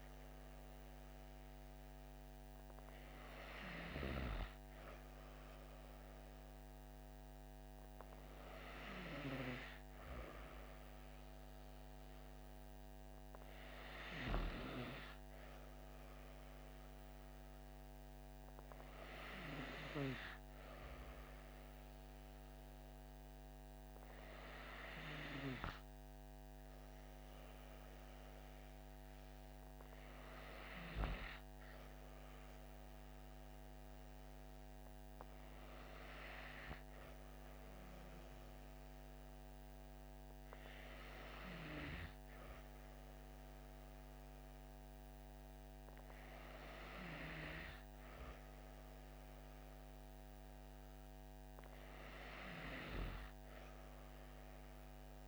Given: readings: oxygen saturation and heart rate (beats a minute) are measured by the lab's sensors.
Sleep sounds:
breathing in sleep by a microphone on the trachea; none
none scored
From the record:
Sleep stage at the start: N2 (light sleep); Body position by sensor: on the back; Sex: female

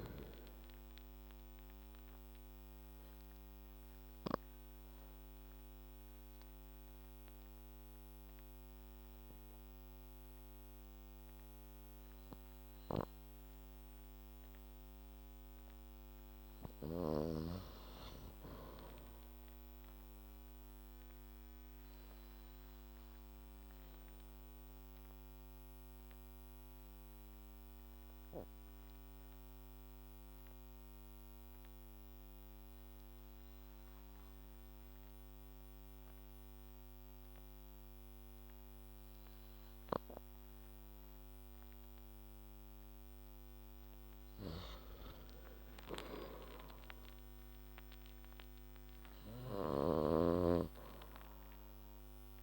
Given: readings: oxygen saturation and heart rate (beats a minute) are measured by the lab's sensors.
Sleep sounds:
breathing in sleep by a microphone on the trachea; 2
2.50-15.00 s: obstructive apnea (oxygen 96% before, 87% lowest, heart rate 56 before, 52 extreme)
15.00-31.00 s: oxygen desaturation (device-marked, oxygen 95% before, 87% lowest, heart rate 60 before, 48 extreme)
16.50-19.00 s: arousal
22.00-41.50 s: obstructive apnea (oxygen 96% before, 87% lowest, heart rate 59 before, 48 extreme, up 3 after)
30.00-52.43 s: new sleep stage, N2 (light sleep)
43.50-47.50 s: arousal
44.50-46.50 s: long interval between heartbeats (device-marked, heart rate 55 before, 55 extreme)
From the record:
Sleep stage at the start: N1 (lightest sleep); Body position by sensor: on the back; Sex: male

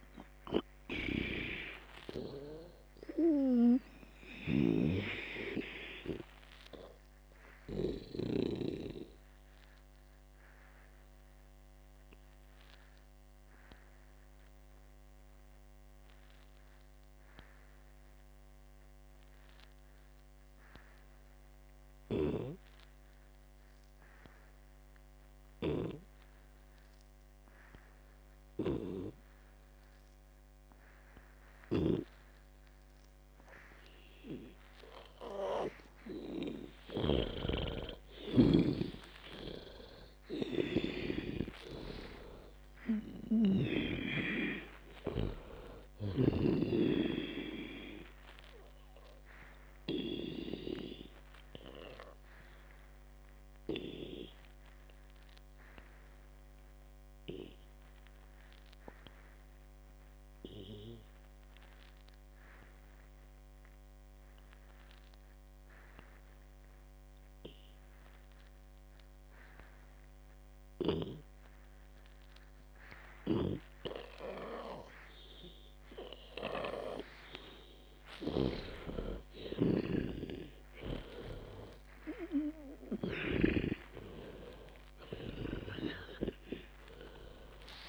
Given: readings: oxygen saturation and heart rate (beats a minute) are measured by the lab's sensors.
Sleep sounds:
breathing in sleep by a microphone on the trachea; 2
0.00-9.00 s: snoring (device-marked)
0.00-18.00 s: oxygen desaturation (device-marked, oxygen 92% lowest, heart rate 53 extreme)
6.00-36.50 s: obstructive apnea (oxygen 97% before, 92% lowest, heart rate 70 before, 53 extreme, up 59 after)
26.00-38.00 s: snoring (device-marked)
35.00-66.00 s: oxygen desaturation (device-marked, oxygen 98% before, 92% lowest, heart rate 57 before, 55 extreme)
39.00-42.50 s: arousal
48.00-77.50 s: obstructive apnea (oxygen 98% before, 92% lowest, heart rate 84 before, 55 extreme, up 57 after)
74.00-84.00 s: snoring (device-marked)
79.00-87.89 s: oxygen desaturation (device-marked, oxygen 98% before, 92% lowest, heart rate 60 before, 55 extreme)
80.00-84.00 s: arousal
From the record:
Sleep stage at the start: N2 (light sleep); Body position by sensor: on the back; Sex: female

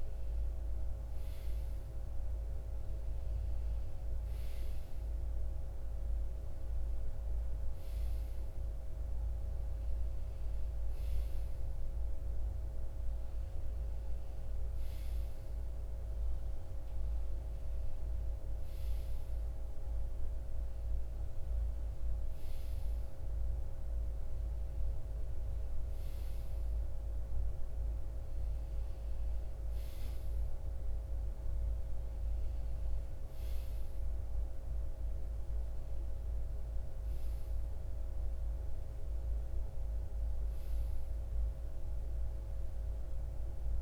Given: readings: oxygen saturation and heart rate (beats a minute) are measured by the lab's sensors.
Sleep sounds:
breathing in sleep, hard to hear, by a room microphone; none
none scored
From the record:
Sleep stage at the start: REM sleep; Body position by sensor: on the right side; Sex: male

